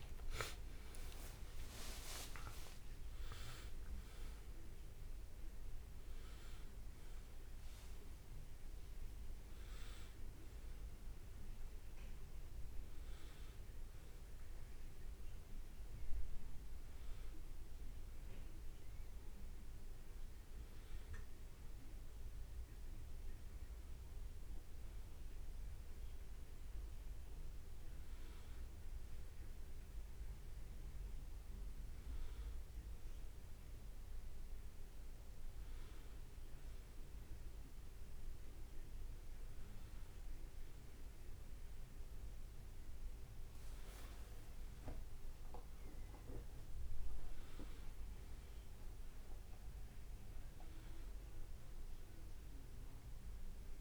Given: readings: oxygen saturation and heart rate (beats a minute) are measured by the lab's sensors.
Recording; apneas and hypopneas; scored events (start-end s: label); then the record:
a person awake in a sleep study, by a room microphone; none
30.00-53.81 s: new sleep stage, N1 (lightest sleep)
44.00-49.50 s: leg movement (device-marked)
From the record:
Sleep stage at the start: awake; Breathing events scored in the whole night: 186 in 6.1 hours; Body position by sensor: on the back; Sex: male